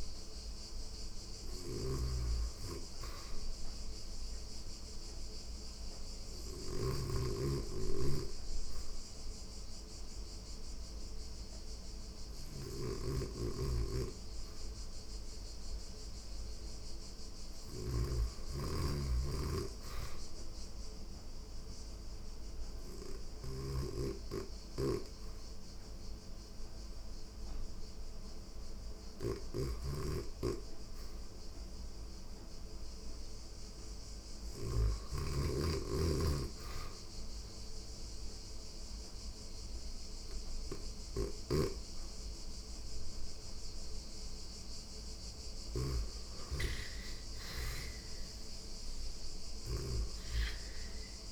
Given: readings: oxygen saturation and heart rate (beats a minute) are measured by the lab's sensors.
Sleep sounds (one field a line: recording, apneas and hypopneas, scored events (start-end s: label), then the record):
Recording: breathing in sleep by a room microphone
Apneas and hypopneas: 2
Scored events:
0.00-10.00 s: oxygen desaturation (device-marked, oxygen 87% lowest, heart rate 92 extreme)
0.50-34.00 s: snoring (device-marked)
5.00-16.50 s: hypopnea (oxygen 98% before, 88% lowest, heart rate 96 before, 92 extreme, up 0 after)
17.50-22.00 s: arousal
19.00-34.00 s: oxygen desaturation (device-marked, oxygen 96% before, 89% lowest, heart rate 95 before, 92 extreme)
23.00-51.32 s: new sleep stage, N2 (light sleep)
35.50-45.50 s: obstructive apnea (oxygen 96% before, 85% lowest, heart rate 93 before, 93 extreme, up 3 after)
36.00-48.00 s: oxygen desaturation (device-marked, oxygen 94% before, 89% lowest, heart rate 93 before, 93 extreme)
40.50-51.32 s: snoring (device-marked)
48.00-51.32 s: arousal
From the record:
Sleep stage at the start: N1 (lightest sleep)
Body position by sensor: on the back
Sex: female